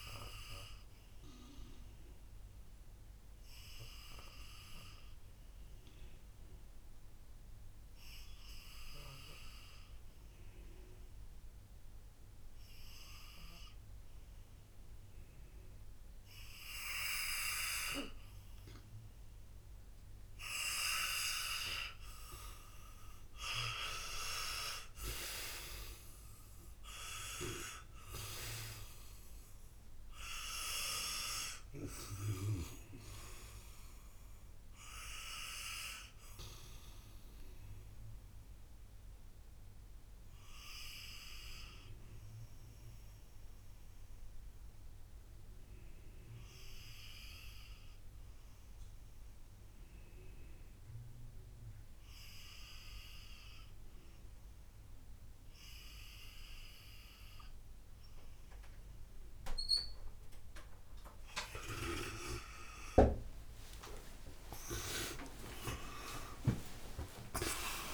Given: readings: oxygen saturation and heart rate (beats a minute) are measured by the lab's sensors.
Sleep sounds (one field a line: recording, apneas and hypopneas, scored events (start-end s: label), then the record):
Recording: breathing in sleep by a room microphone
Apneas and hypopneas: 2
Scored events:
0.00-19.00 s: oxygen desaturation (device-marked, oxygen 84% lowest, heart rate 56 extreme)
1.00-20.00 s: obstructive apnea (oxygen 95% before, 79% lowest, heart rate 59 before, 56 extreme, up 9 after)
22.50-26.50 s: arousal
26.00-52.00 s: oxygen desaturation (device-marked, oxygen 88% before, 79% lowest, heart rate 58 before, 55 extreme)
38.50-60.50 s: obstructive apnea (oxygen 88% before, 79% lowest, heart rate 65 before, 55 extreme)
60.00-67.94 s: new sleep stage, awake
From the record:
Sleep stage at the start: N2 (light sleep)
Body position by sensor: on the back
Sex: male